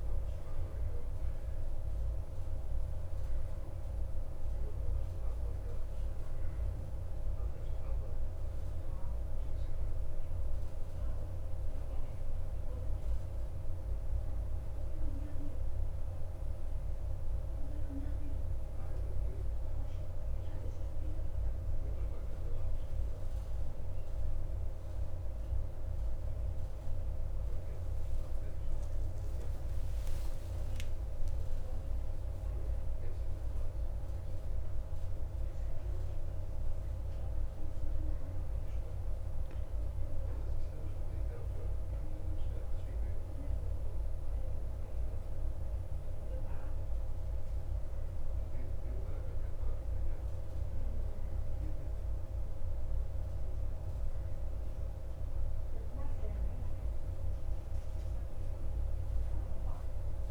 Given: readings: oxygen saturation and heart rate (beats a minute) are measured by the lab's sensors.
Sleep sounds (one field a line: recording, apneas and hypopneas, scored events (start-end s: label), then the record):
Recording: breathing in sleep, hard to hear, by a room microphone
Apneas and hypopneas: 1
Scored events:
10.50-29.50 s: oxygen desaturation (device-marked, oxygen 94% before, 91% lowest, heart rate 56 before, 54 extreme)
18.00-29.00 s: obstructive apnea (oxygen 95% before, 91% lowest, heart rate 56 before, 54 extreme, up 19 after)
29.50-33.00 s: arousal
From the record:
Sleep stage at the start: REM sleep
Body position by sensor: on the back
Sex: male